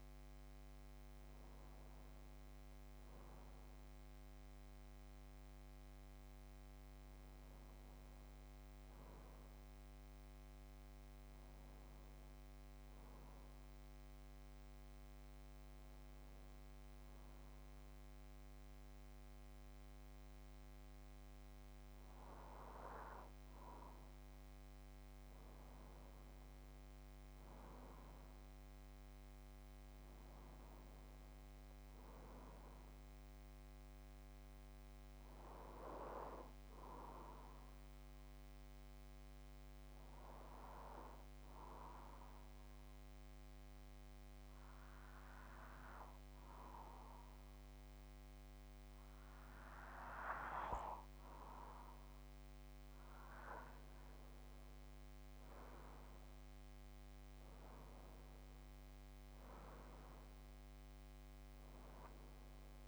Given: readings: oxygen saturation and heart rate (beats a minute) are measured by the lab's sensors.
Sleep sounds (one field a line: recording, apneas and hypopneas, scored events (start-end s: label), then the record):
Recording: breathing in sleep by a microphone on the trachea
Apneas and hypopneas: 1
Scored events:
39.00-51.50 s: obstructive apnea (oxygen 97% before, 93% lowest)
54.00-58.00 s: arousal
From the record:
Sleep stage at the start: N2 (light sleep)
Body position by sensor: on the back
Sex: male